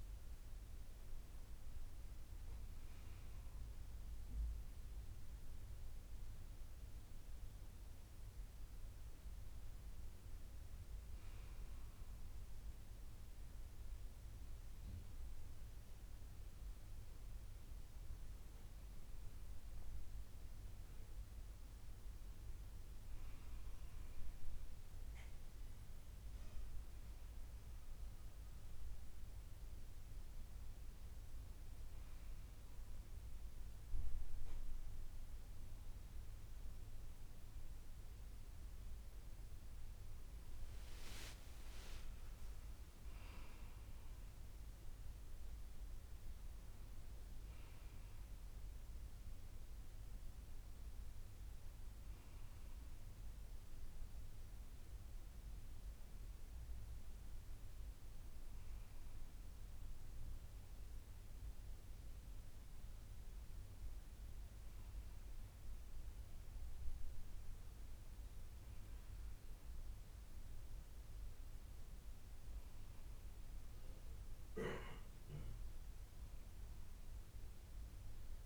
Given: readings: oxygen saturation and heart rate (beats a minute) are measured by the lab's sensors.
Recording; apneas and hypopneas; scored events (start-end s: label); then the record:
breathing in sleep, hard to hear, by a room microphone; 1
11.00-21.50 s: hypopnea (oxygen 98% before, 95% lowest, heart rate 59 before, 57 extreme, up 1 after)
24.50-28.00 s: arousal
39.50-43.50 s: arousal
62.00-78.46 s: new sleep stage, N2 (light sleep)
From the record:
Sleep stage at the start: N1 (lightest sleep); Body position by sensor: on the back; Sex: female